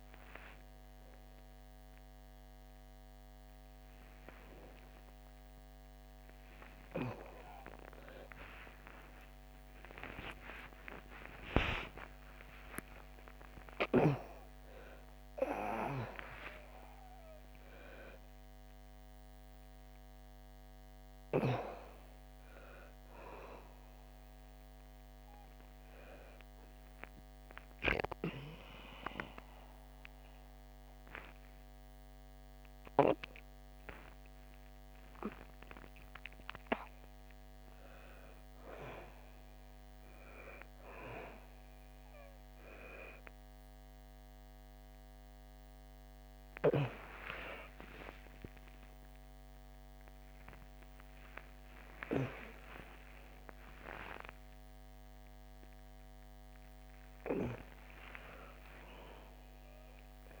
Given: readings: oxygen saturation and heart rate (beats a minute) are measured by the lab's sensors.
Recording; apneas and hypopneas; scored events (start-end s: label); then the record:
a person awake in a sleep study, by a microphone on the trachea; none
0.00-13.00 s: oxygen desaturation (device-marked, oxygen 77% lowest, heart rate 58 extreme)
48.00-60.40 s: oxygen desaturation (device-marked, oxygen 97% before, 92% lowest, heart rate 77 before, 71 extreme)
53.00-60.40 s: new sleep stage, N1 (lightest sleep)
From the record:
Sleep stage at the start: awake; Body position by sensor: on the back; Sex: female